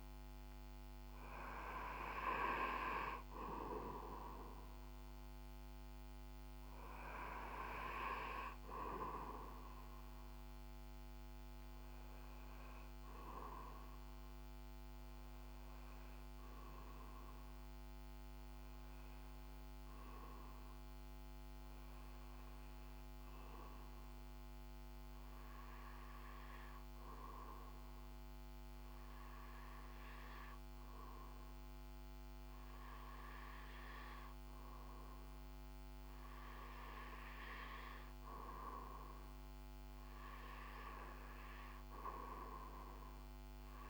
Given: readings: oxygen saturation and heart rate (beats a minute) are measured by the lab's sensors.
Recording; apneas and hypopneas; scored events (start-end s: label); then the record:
breathing in sleep by a microphone on the trachea; 1
20.50-34.00 s: hypopnea (oxygen 97% before, 93% lowest, heart rate 61 before, 59 extreme, up 1 after)
32.00-43.90 s: oxygen desaturation (device-marked, oxygen 97% before, 93% lowest, heart rate 61 before, 59 extreme)
35.00-39.50 s: arousal
From the record:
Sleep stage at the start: REM sleep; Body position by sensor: on the back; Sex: male